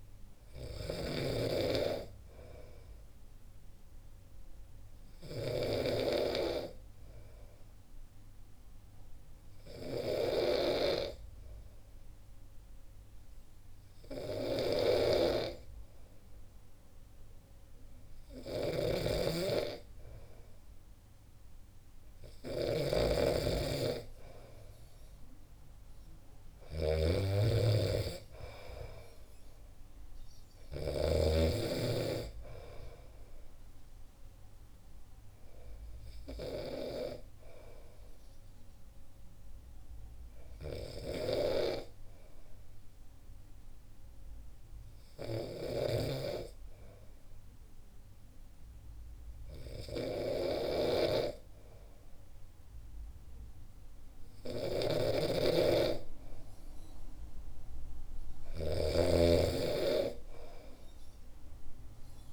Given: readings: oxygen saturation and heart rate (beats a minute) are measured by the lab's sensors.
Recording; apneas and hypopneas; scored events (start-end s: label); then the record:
breathing in sleep by a room microphone; 2
0.00-6.00 s: snoring (device-marked)
5.00-17.50 s: hypopnea (oxygen 98% before, 93% lowest, heart rate 63 before, 63 extreme)
18.50-31.50 s: snoring (device-marked)
20.00-23.50 s: arousal
38.00-57.00 s: hypopnea (oxygen 96% before, 93% lowest, heart rate 64 before, 62 extreme, up 2 after)
54.50-62.33 s: snoring (device-marked)
58.50-62.00 s: arousal
From the record:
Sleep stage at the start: N2 (light sleep); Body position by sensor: on the back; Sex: male